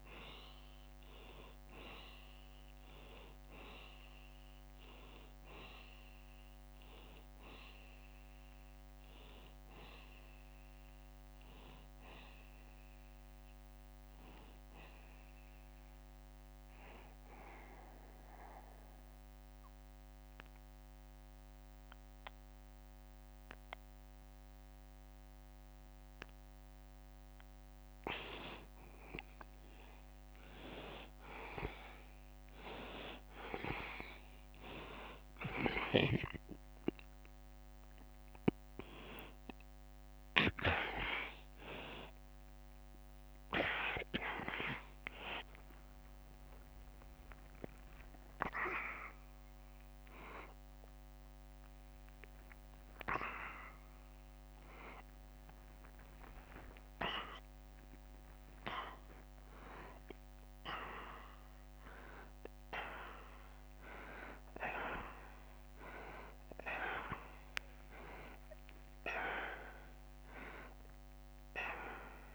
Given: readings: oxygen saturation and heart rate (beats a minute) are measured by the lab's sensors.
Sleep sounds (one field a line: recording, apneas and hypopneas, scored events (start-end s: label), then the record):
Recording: a person awake in a sleep study, by a microphone on the trachea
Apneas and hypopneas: 1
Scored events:
0.00-21.00 s: oxygen desaturation (device-marked, oxygen 90% lowest, heart rate 70 extreme)
17.00-28.50 s: obstructive apnea (oxygen 95% before, 90% lowest, heart rate 77 before, 70 extreme, up 2 after)
29.00-72.35 s: new sleep stage, awake
38.00-53.00 s: oxygen desaturation (device-marked, oxygen 95% before, 90% lowest, heart rate 72 before, 83 extreme)
42.50-44.50 s: long interval between heartbeats (device-marked, heart rate 72 before, 84 extreme)
49.00-57.00 s: tachycardia (device-marked, heart rate 73 before, 121 extreme)
52.50-54.50 s: long interval between heartbeats (device-marked, heart rate 83 before, 101 extreme)
64.00-69.00 s: tachycardia (device-marked, heart rate 74 before, 103 extreme)
From the record:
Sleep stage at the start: N2 (light sleep)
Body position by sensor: on the back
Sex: male